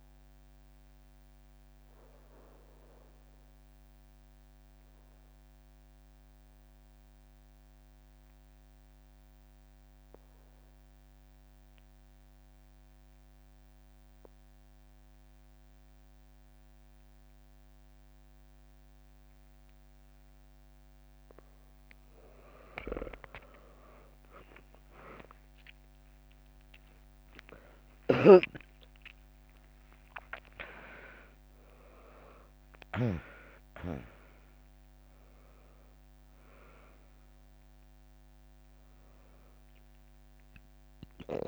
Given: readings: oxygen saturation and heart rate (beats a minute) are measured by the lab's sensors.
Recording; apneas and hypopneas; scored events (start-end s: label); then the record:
breathing in sleep by a microphone on the trachea; 1
0.00-14.00 s: oxygen desaturation (device-marked, oxygen 95% lowest, heart rate 62 extreme)
2.50-21.50 s: obstructive apnea (oxygen 99% before, 94% lowest, heart rate 64 before, 62 extreme, up 3 after)
25.50-30.00 s: arousal
27.00-40.00 s: drop in pulse transit time (device-marked, heart rate 65 before, 63 extreme)
27.00-41.48 s: oxygen desaturation (device-marked, oxygen 99% before, 94% lowest, heart rate 65 before, 60 extreme)
From the record:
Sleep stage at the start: N2 (light sleep); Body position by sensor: on the back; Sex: female